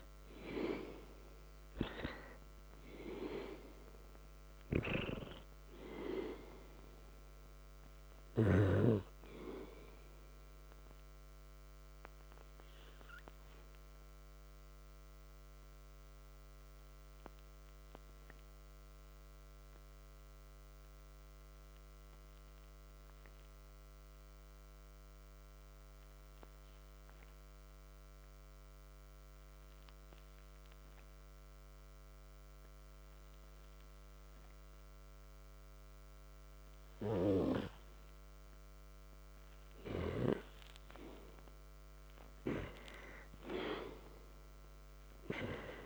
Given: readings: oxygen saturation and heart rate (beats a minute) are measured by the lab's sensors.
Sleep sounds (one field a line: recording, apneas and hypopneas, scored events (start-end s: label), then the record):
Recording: breathing in sleep by a microphone on the trachea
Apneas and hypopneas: 1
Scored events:
0.00-2.00 s: arousal
11.00-38.50 s: hypopnea (oxygen 97% before, 82% lowest, heart rate 54 before, 53 extreme, up 1 after)
19.50-35.50 s: oxygen desaturation (device-marked, oxygen 95% before, 82% lowest, heart rate 59 before, 53 extreme)
41.50-45.50 s: arousal
From the record:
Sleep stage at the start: N2 (light sleep)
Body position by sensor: on the back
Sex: male